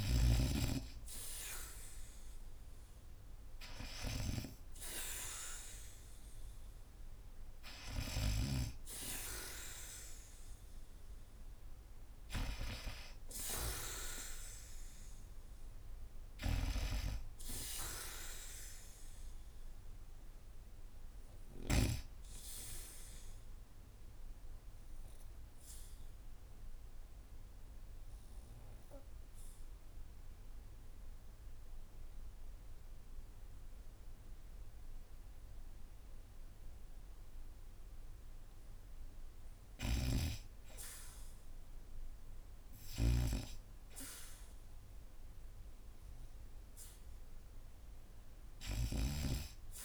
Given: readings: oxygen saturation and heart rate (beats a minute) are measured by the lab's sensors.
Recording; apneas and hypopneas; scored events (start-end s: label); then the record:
breathing in sleep by a room microphone; 1
0.50-18.50 s: oxygen desaturation (device-marked, oxygen 92% before, 70% lowest, heart rate 75 before, 72 extreme)
16.00-21.50 s: snoring (device-marked)
17.50-20.50 s: arousal
22.50-38.50 s: obstructive apnea (oxygen 95% before, 75% lowest, heart rate 85 before, 69 extreme)
39.50-43.00 s: snoring (device-marked)
39.50-49.84 s: oxygen desaturation (device-marked, oxygen 97% before, 75% lowest, heart rate 82 before, 69 extreme)
41.00-45.00 s: arousal
From the record:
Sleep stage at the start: N2 (light sleep); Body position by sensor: on the back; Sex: female